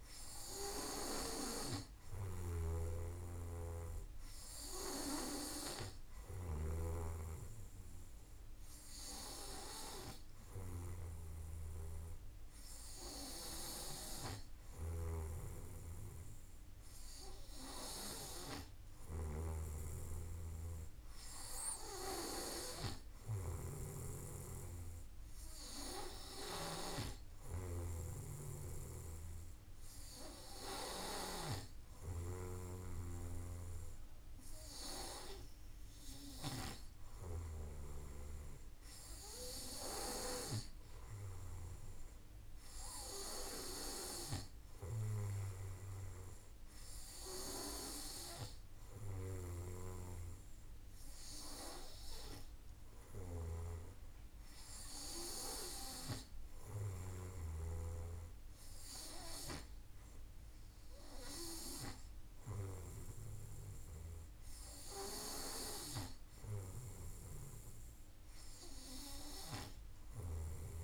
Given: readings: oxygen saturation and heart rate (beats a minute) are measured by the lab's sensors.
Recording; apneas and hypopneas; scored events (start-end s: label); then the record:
breathing in sleep by a room microphone; none
0.00-26.00 s: snoring (device-marked)
28.00-36.00 s: snoring (device-marked)
48.50-57.00 s: snoring (device-marked)
69.50-70.84 s: snoring (device-marked)
From the record:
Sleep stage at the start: N2 (light sleep); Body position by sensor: on the back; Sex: male